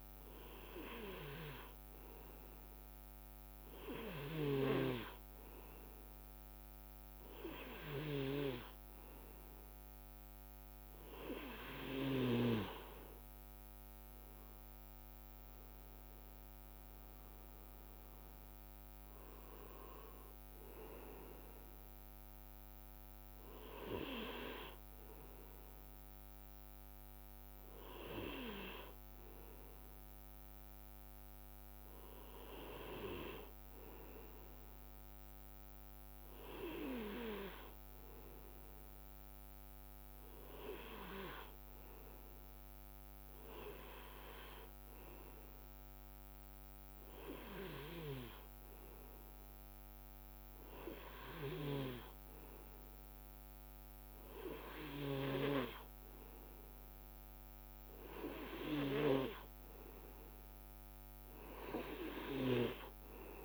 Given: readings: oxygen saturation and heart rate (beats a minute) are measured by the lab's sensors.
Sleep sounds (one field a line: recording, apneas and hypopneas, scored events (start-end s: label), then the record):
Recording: breathing in sleep by a microphone on the trachea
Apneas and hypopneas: none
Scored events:
0.00-1.00 s: long interval between heartbeats (device-marked, heart rate 59 extreme)
From the record:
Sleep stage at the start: N2 (light sleep)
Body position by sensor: on the right side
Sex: male